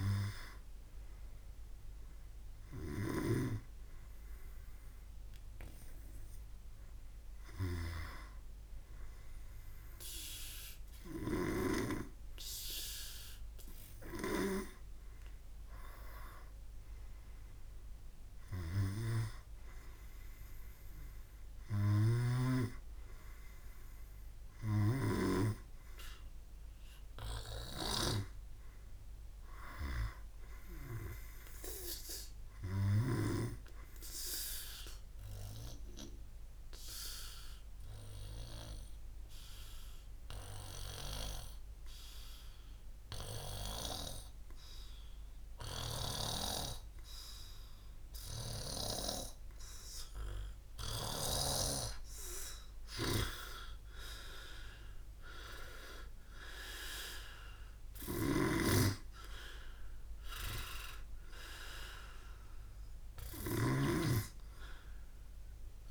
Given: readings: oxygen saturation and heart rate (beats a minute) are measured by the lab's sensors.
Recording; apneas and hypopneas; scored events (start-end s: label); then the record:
breathing in sleep by a room microphone; 1
0.50-9.50 s: oxygen desaturation (device-marked, oxygen 100% before, 97% lowest, heart rate 64 before, 65 extreme)
22.00-25.50 s: snoring (device-marked)
26.00-30.00 s: arousal
34.50-51.50 s: obstructive apnea (oxygen 99% before, 93% lowest, heart rate 70 before, 64 extreme, up 9 after)
54.50-59.50 s: arousal
54.50-65.91 s: oxygen desaturation (device-marked, oxygen 98% before, 93% lowest, heart rate 66 before, 64 extreme)
58.00-64.00 s: snoring (device-marked)
From the record:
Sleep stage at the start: N2 (light sleep); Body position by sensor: on the back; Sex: male